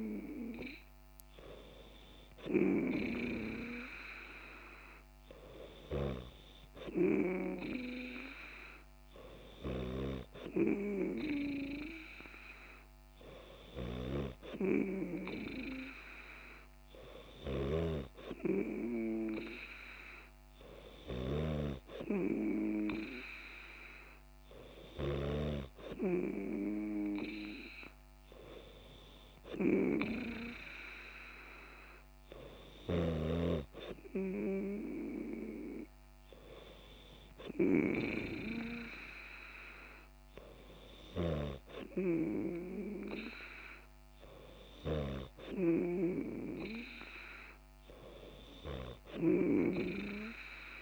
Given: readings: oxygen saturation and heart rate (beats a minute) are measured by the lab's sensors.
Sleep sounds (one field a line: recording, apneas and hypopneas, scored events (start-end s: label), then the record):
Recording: breathing in sleep by a microphone on the trachea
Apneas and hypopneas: none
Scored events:
none scored
From the record:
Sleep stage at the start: N3 (deep sleep)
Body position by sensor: on the back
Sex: female